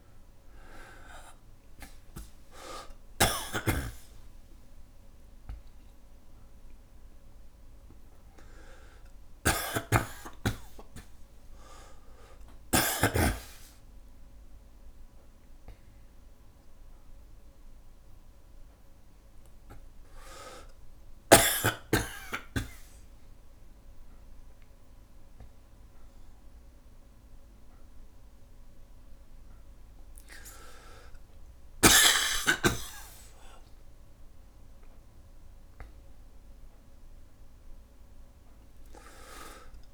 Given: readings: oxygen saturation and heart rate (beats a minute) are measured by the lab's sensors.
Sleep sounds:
a person awake in a sleep study, by a room microphone; none
0.00-20.50 s: oxygen desaturation (device-marked, oxygen 88% lowest, heart rate 62 extreme)
4.00-6.00 s: long interval between heartbeats (device-marked, heart rate 63 before, 85 extreme)
7.50-12.50 s: tachycardia (device-marked, heart rate 64 before, 106 extreme)
9.50-13.50 s: snoring (device-marked)
10.50-12.50 s: long interval between heartbeats (device-marked, heart rate 72 before, 101 extreme)
32.50-34.50 s: long interval between heartbeats (device-marked, heart rate 80 before, 95 extreme)
From the record:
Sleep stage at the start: awake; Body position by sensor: on the back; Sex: male

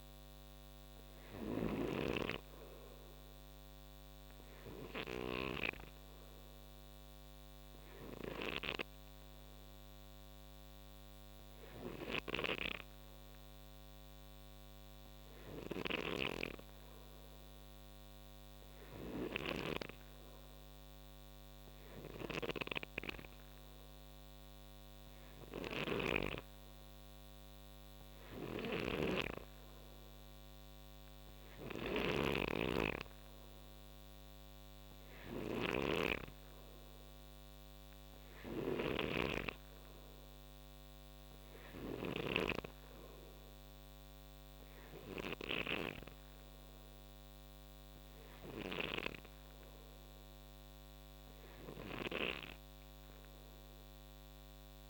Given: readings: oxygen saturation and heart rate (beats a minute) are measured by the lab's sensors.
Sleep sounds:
breathing in sleep by a microphone on the trachea; none
0.00-5.00 s: snoring (device-marked)
15.50-42.00 s: snoring (device-marked)
51.50-54.90 s: snoring (device-marked)
From the record:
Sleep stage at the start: N3 (deep sleep); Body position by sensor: on the right side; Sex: male

